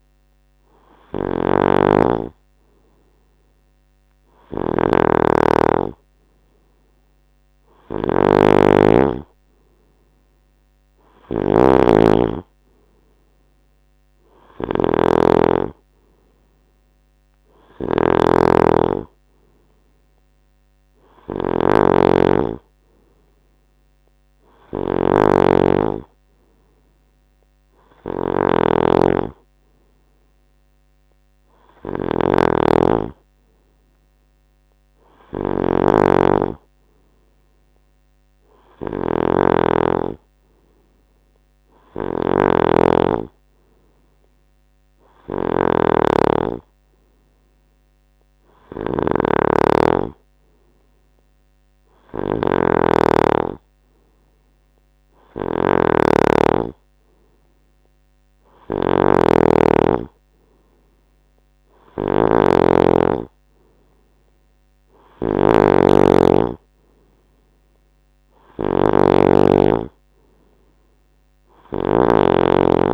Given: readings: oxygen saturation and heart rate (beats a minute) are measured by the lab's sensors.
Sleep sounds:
breathing in sleep by a microphone on the trachea; none
0.00-72.94 s: snoring (device-marked)
From the record:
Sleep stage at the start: N2 (light sleep); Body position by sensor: on the right side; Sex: male

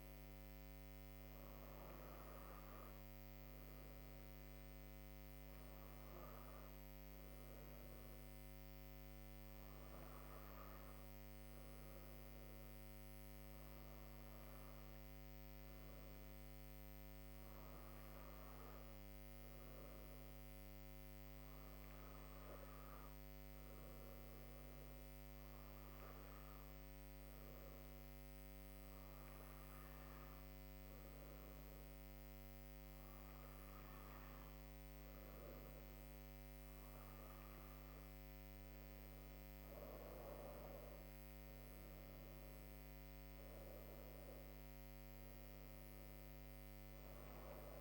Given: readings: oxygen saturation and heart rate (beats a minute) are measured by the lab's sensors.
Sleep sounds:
breathing in sleep, hard to hear, by a microphone on the trachea; none
none scored
From the record:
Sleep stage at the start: N2 (light sleep); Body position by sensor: on the back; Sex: female

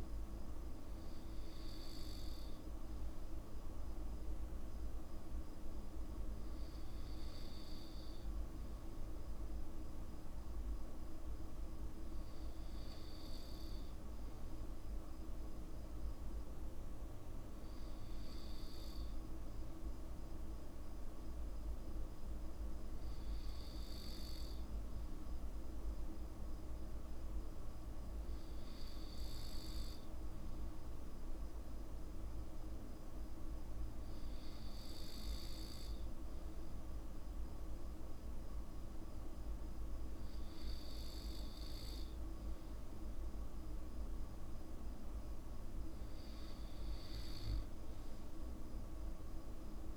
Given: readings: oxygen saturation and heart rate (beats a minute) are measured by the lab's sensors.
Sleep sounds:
breathing in sleep, hard to hear, by a room microphone; none
none scored
From the record:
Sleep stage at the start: N2 (light sleep); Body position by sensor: on the back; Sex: male

